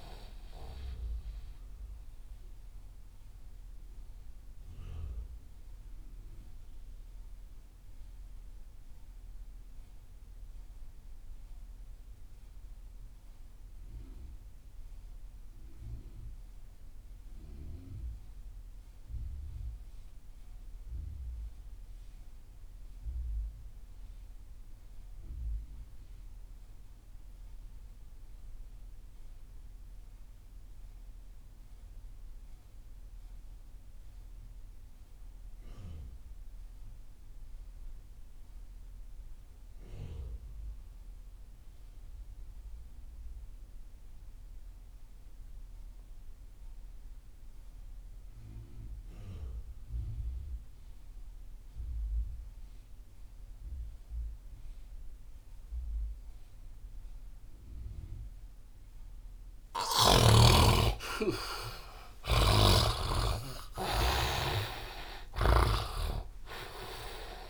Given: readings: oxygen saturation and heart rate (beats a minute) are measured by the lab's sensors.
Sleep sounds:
breathing in sleep by a room microphone; 1
0.00-13.50 s: oxygen desaturation (device-marked, oxygen 72% lowest)
1.00-60.50 s: mixed apnea (oxygen 100% before, 58% lowest)
27.50-67.50 s: oxygen desaturation (device-marked, oxygen 100% before, 58% lowest)
61.00-65.00 s: arousal
62.50-67.50 s: snoring (device-marked)
From the record:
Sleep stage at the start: REM sleep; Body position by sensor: on the right side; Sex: male

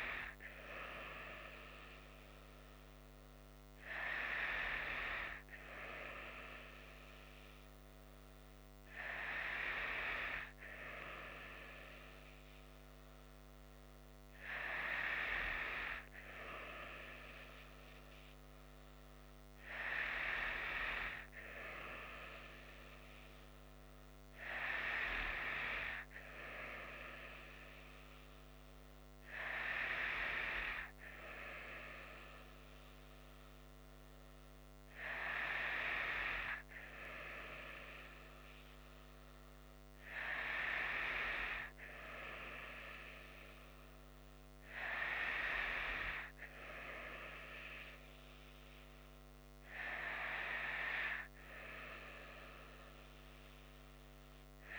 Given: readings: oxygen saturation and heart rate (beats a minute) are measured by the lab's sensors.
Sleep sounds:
breathing in sleep by a microphone on the trachea; none
none scored
From the record:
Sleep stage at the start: N2 (light sleep); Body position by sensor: on the right side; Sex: female

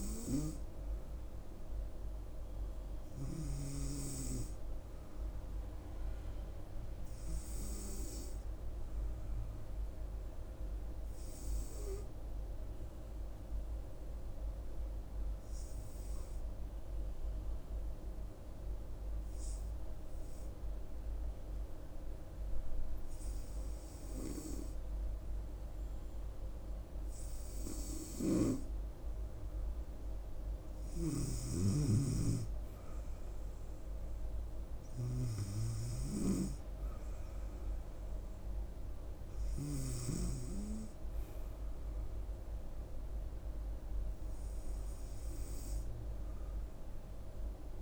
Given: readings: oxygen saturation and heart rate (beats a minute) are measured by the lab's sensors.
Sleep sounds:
breathing in sleep by a room microphone; 1
12.00-25.00 s: hypopnea (oxygen 97% before, 95% lowest, heart rate 70 before, 68 extreme, up 3 after)
27.50-31.00 s: arousal
28.00-40.00 s: snoring (device-marked)
From the record:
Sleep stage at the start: N2 (light sleep); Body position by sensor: on the right side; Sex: female

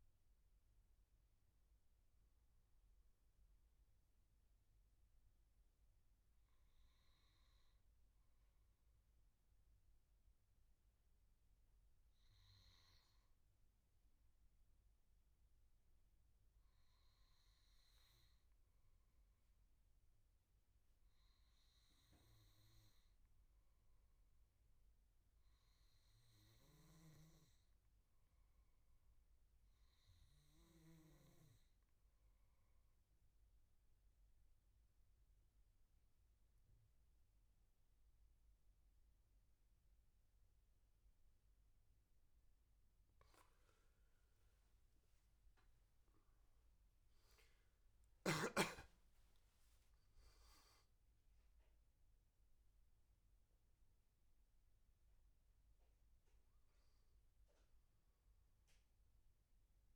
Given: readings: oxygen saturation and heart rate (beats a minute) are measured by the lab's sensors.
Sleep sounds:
breathing in sleep, hard to hear, by a room microphone; 1
0.00-7.00 s: oxygen desaturation (device-marked, oxygen 92% lowest, heart rate 72 extreme)
10.50-39.00 s: hypopnea (oxygen 98% before, 89% lowest, heart rate 80 before, 74 extreme, up 10 after)
26.00-59.96 s: oxygen desaturation (device-marked, oxygen 97% before, 89% lowest, heart rate 79 before, 72 extreme)
45.00-49.50 s: arousal
From the record:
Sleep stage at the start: N2 (light sleep); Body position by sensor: on the back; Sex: male

